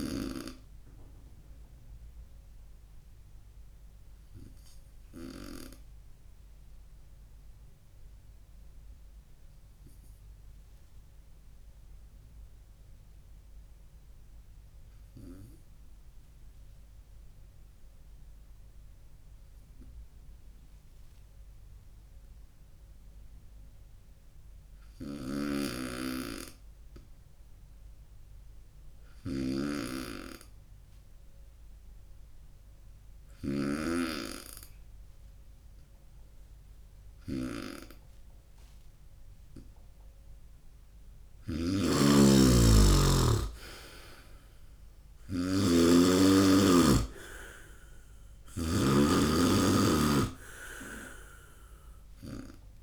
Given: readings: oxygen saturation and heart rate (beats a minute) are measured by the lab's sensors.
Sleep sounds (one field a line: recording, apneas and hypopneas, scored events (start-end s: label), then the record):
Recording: breathing in sleep by a room microphone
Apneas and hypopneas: 1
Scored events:
0.00-6.00 s: oxygen desaturation (device-marked, oxygen 94% lowest, heart rate 60 extreme)
0.50-40.00 s: obstructive apnea (oxygen 99% before, 93% lowest, heart rate 74 before, 60 extreme, up 2 after)
14.00-21.00 s: oxygen desaturation (device-marked, oxygen 96% before, 93% lowest, heart rate 70 before, 66 extreme)
25.00-52.83 s: snoring (device-marked)
42.50-46.00 s: arousal
From the record:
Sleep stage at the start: N2 (light sleep)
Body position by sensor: on the right side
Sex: male